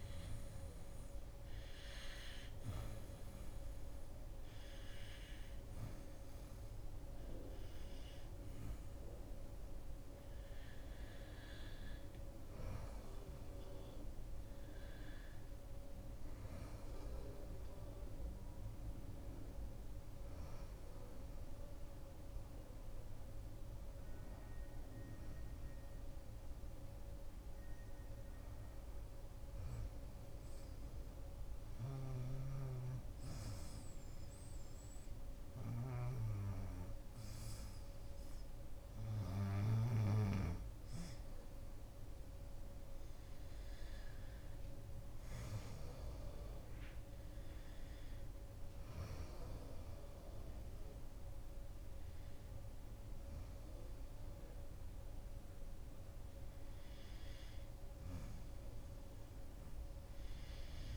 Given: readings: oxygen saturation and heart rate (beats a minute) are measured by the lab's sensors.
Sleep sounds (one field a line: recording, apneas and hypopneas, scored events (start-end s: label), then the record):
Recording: a person partly awake in a sleep study, by a room microphone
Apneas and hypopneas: 1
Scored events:
30.00-60.97 s: new sleep stage, N1 (lightest sleep)
32.00-43.50 s: obstructive apnea (oxygen 90% before, 86% lowest, heart rate 73 before, 73 extreme, up 8 after)
45.00-60.97 s: oxygen desaturation (device-marked, oxygen 93% before, 87% lowest, heart rate 75 before, 73 extreme)
46.50-50.50 s: arousal
From the record:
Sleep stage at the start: awake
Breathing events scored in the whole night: 236 in 3.5 hours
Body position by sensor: on the back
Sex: female